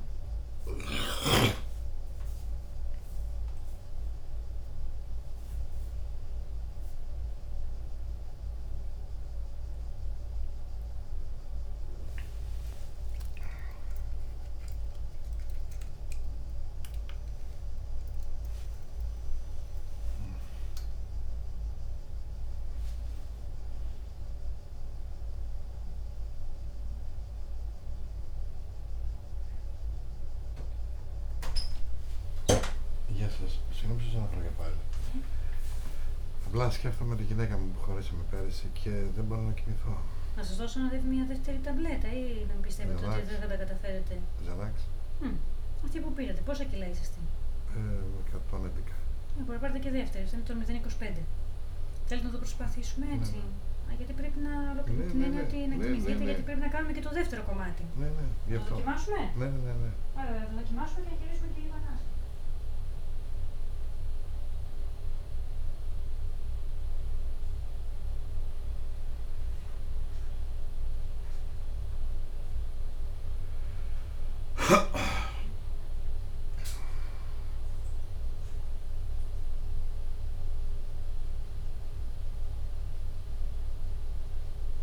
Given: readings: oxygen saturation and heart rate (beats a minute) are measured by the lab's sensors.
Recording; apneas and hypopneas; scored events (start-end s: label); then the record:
a person awake in a sleep study, by a room microphone; none
1.00-10.00 s: tachycardia (device-marked, heart rate 97 before, 102 extreme)
37.00-48.00 s: drop in pulse transit time (device-marked, heart rate 96 before, 93 extreme)
40.00-50.00 s: oxygen desaturation (device-marked, oxygen 97% before, 94% lowest, heart rate 95 before, 93 extreme)
55.50-59.00 s: snoring (device-marked)
78.00-84.83 s: drop in pulse transit time (device-marked, heart rate 96 before, 93 extreme)
From the record:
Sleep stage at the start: awake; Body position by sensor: on the right side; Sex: male